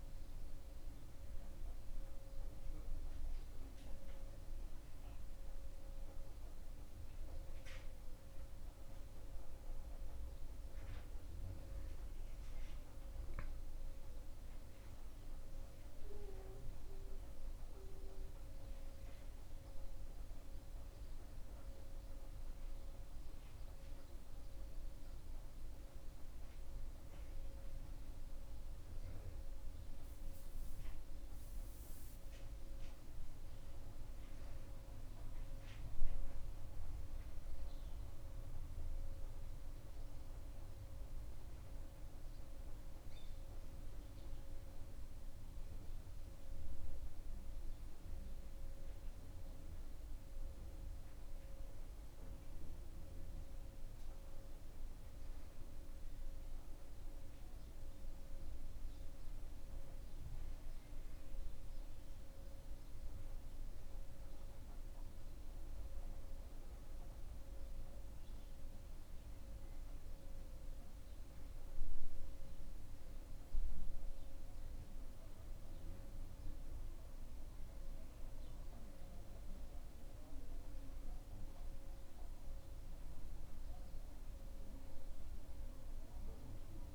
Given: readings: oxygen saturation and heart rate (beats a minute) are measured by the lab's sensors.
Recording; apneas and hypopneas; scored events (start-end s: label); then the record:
a person partly awake in a sleep study, hard to hear, by a room microphone; none
9.50-86.95 s: new sleep stage, N2 (light sleep)
From the record:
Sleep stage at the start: awake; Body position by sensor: on the back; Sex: male